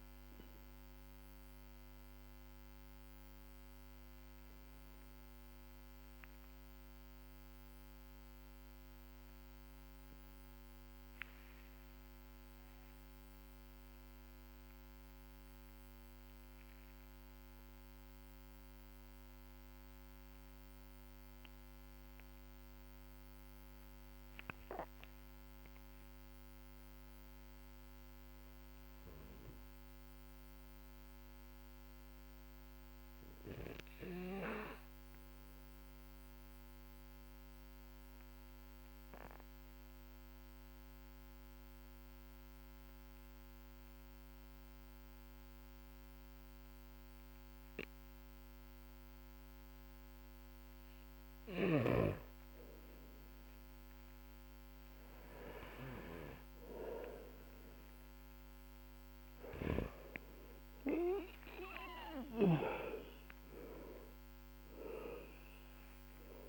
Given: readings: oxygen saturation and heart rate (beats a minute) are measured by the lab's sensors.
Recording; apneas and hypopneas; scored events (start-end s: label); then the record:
breathing in sleep by a microphone on the trachea; 2
2.50-5.00 s: arousal
7.50-24.00 s: obstructive apnea (oxygen 96% before, 91% lowest, heart rate 49 before, 44 extreme, up 4 after)
26.00-30.00 s: arousal
35.00-66.49 s: new sleep stage, N2 (light sleep)
36.50-53.00 s: obstructive apnea (oxygen 99% before, 91% lowest, heart rate 55 before, 44 extreme, up 15 after)
41.00-66.49 s: oxygen desaturation (device-marked, oxygen 99% before, 91% lowest, heart rate 53 before, 46 extreme)
55.50-60.50 s: arousal
58.50-62.00 s: snoring (device-marked)
From the record:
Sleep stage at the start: REM sleep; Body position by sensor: on the back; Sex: male